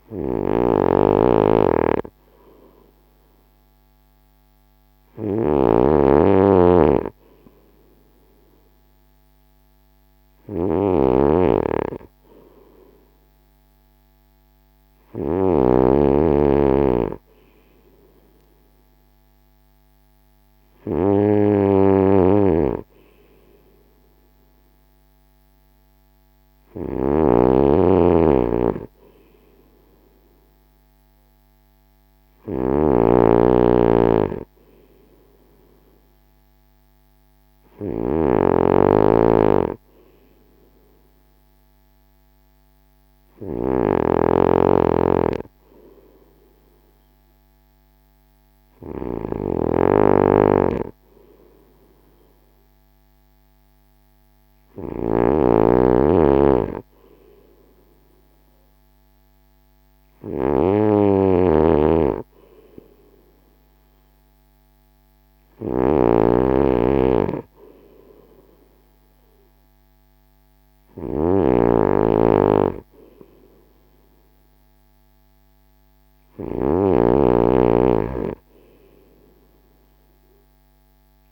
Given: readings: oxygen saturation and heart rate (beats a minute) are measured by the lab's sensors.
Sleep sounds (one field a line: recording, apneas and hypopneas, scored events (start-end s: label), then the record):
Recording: breathing in sleep by a microphone on the trachea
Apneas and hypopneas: none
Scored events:
0.00-15.50 s: snoring (device-marked)
21.50-81.32 s: snoring (device-marked)
From the record:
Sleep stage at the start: N2 (light sleep)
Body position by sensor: on the front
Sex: male